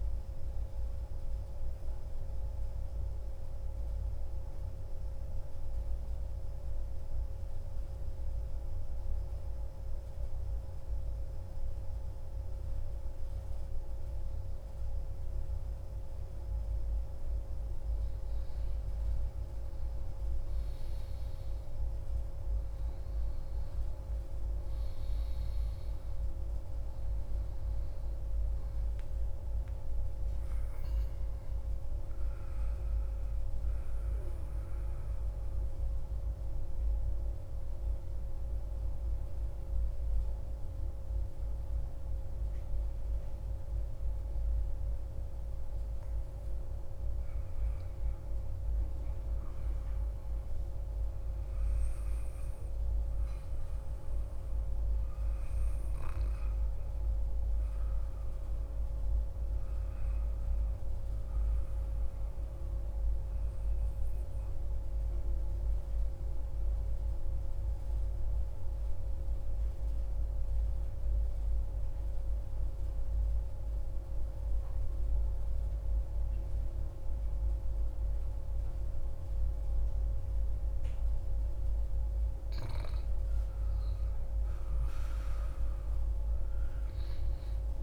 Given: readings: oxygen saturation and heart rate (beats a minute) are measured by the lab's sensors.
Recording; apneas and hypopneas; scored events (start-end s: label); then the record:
breathing in sleep, hard to hear, by a room microphone; 3
2.00-14.50 s: central apnea (oxygen 98% before, 93% lowest, heart rate 76 before, 62 extreme, up 3 after)
14.00-87.83 s: new sleep stage, N2 (light sleep)
17.00-21.50 s: arousal
26.00-43.00 s: oxygen desaturation (device-marked, oxygen 97% before, 93% lowest, heart rate 64 before, 63 extreme)
36.00-46.50 s: central apnea (oxygen 97% before, 92% lowest, heart rate 64 before, 63 extreme, up 3 after)
48.50-54.00 s: arousal
67.00-82.00 s: obstructive apnea (oxygen 96% before, 92% lowest, heart rate 65 before, 62 extreme, up 5 after)
84.00-87.83 s: arousal
From the record:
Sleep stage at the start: N1 (lightest sleep); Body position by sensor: on the back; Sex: male